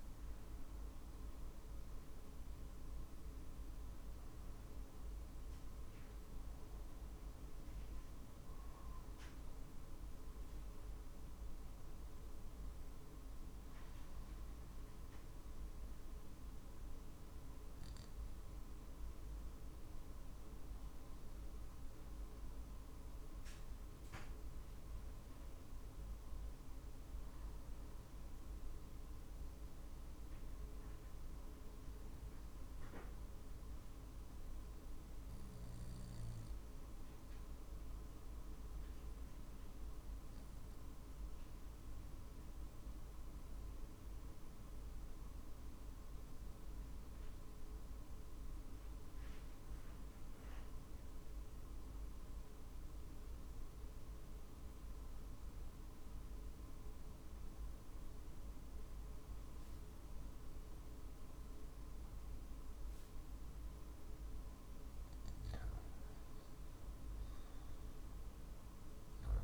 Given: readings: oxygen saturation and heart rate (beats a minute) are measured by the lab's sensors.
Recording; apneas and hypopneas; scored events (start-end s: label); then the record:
breathing in sleep, hard to hear, by a room microphone; 1
11.00-15.00 s: arousal
16.00-34.00 s: oxygen desaturation (device-marked, oxygen 94% before, 91% lowest, heart rate 50 before, 47 extreme)
27.50-64.50 s: obstructive apnea (oxygen 94% before, 88% lowest, heart rate 48 before, 47 extreme, up 3 after)
36.00-69.44 s: new sleep stage, REM sleep
66.00-69.44 s: arousal
68.00-69.44 s: oxygen desaturation (device-marked, oxygen 95% before, 88% lowest, heart rate 47 before, 49 extreme)
From the record:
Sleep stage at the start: N2 (light sleep); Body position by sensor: on the back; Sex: male